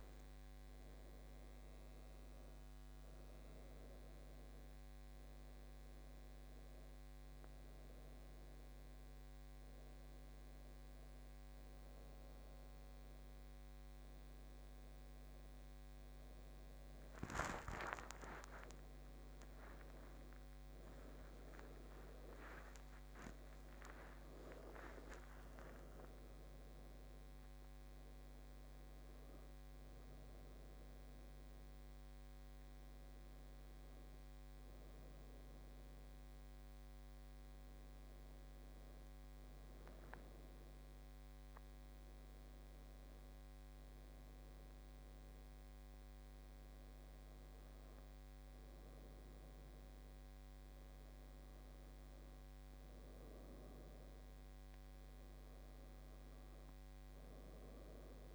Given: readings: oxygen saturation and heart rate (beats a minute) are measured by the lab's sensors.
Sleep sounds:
a person awake in a sleep study, by a microphone on the trachea; none
0.00-11.00 s: oxygen desaturation (device-marked, oxygen 95% lowest)
From the record:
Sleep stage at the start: awake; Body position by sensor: on the left side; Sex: female

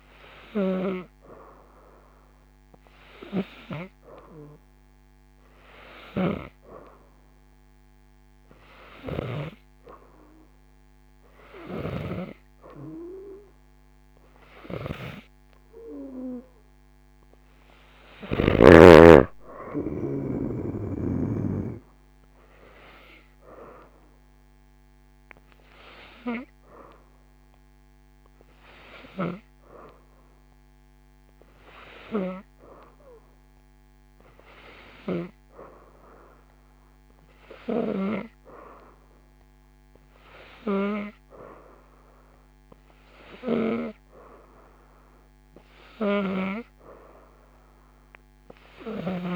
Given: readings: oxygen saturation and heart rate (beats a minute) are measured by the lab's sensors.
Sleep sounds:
breathing in sleep by a microphone on the trachea; none
5.50-12.00 s: snoring (device-marked)
From the record:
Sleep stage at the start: N3 (deep sleep); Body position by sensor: upright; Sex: female

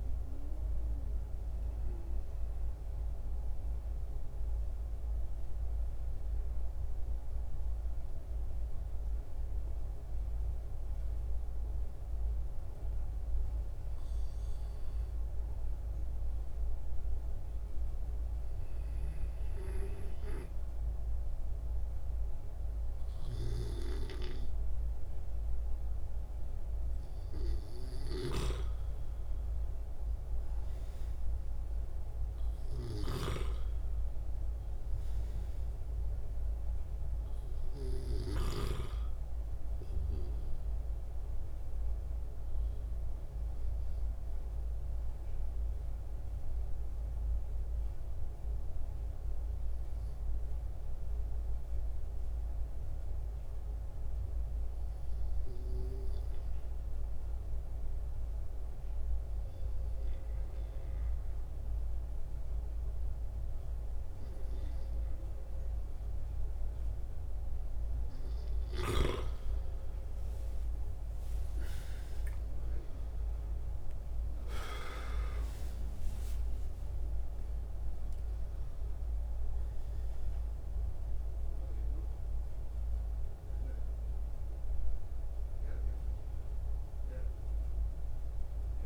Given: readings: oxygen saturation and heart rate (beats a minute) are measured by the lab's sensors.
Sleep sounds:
breathing in sleep by a room microphone; 2
0.00-18.00 s: oxygen desaturation (device-marked, oxygen 90% before, 84% lowest, heart rate 73 before, 61 extreme)
1.50-28.00 s: mixed apnea (oxygen 93% before, 84% lowest, heart rate 73 before, 61 extreme, up 14 after)
29.00-33.00 s: arousal
34.00-63.00 s: oxygen desaturation (device-marked, oxygen 93% before, 85% lowest, heart rate 65 before, 63 extreme)
44.00-67.00 s: obstructive apnea (oxygen 95% before, 80% lowest, heart rate 72 before, 63 extreme, up 16 after)
69.50-74.50 s: arousal
76.00-88.86 s: oxygen desaturation (device-marked, oxygen 93% before, 80% lowest, heart rate 67 before, 68 extreme)
From the record:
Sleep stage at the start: N2 (light sleep); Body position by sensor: on the back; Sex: male

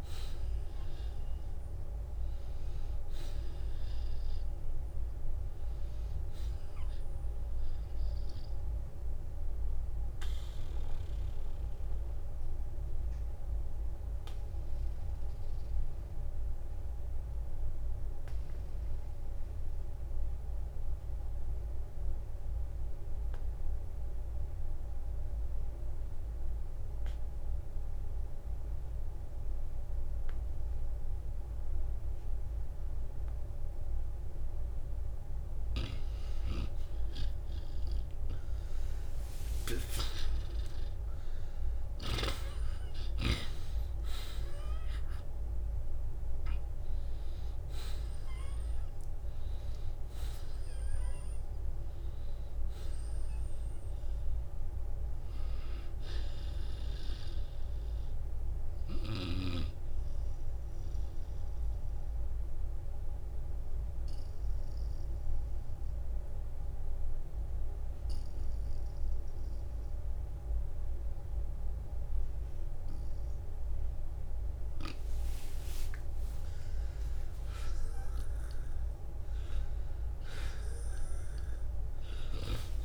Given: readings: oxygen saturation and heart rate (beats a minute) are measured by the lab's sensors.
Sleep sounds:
breathing in sleep by a room microphone; 2
9.50-34.50 s: obstructive apnea (oxygen 97% before, 83% lowest, heart rate 62 before, 47 extreme, up 15 after)
10.00-12.00 s: long interval between heartbeats (device-marked, heart rate 62 before, 65 extreme)
12.00-14.00 s: long interval between heartbeats (device-marked, heart rate 62 before, 62 extreme)
12.00-33.00 s: oxygen desaturation (device-marked, oxygen 92% before, 83% lowest, heart rate 62 before, 47 extreme)
22.50-24.50 s: long interval between heartbeats (device-marked, heart rate 59 before, 52 extreme)
31.50-33.50 s: long interval between heartbeats (device-marked, heart rate 55 before, 65 extreme)
33.50-35.50 s: long interval between heartbeats (device-marked, heart rate 55 before, 66 extreme)
38.50-43.00 s: arousal
59.50-61.50 s: long interval between heartbeats (device-marked, heart rate 63 before, 60 extreme)
61.50-76.00 s: obstructive apnea (oxygen 96% before, 89% lowest, heart rate 64 before, 48 extreme, up 14 after)
68.00-79.00 s: oxygen desaturation (device-marked, oxygen 94% before, 89% lowest, heart rate 63 before, 49 extreme)
73.00-82.85 s: new sleep stage, awake
From the record:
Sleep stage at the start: N2 (light sleep); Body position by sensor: on the back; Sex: male

